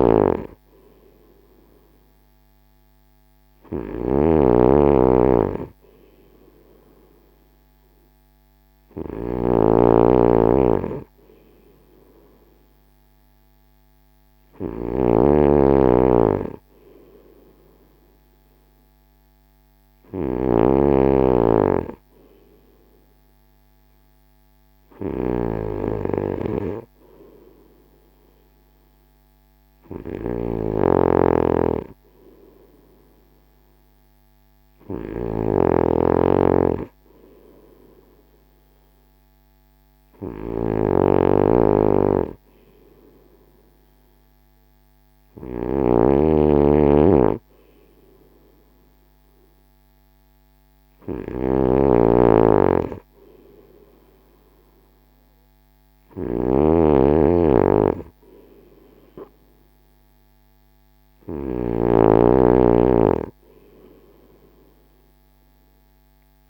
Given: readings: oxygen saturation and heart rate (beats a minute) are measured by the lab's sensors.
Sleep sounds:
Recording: breathing in sleep by a microphone on the trachea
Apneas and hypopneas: none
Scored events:
0.00-66.50 s: snoring (device-marked)
From the record:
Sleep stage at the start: N2 (light sleep)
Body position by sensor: on the front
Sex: male

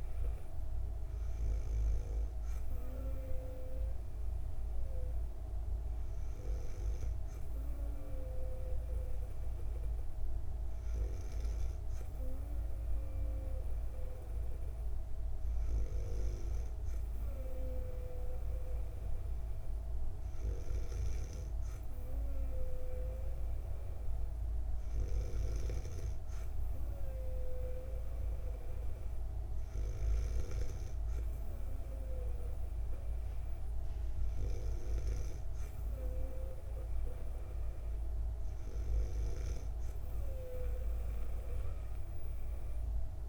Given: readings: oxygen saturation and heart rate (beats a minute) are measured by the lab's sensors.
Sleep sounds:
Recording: breathing in sleep by a room microphone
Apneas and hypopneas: none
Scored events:
none scored
From the record:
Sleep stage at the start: N2 (light sleep)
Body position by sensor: on the back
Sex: female

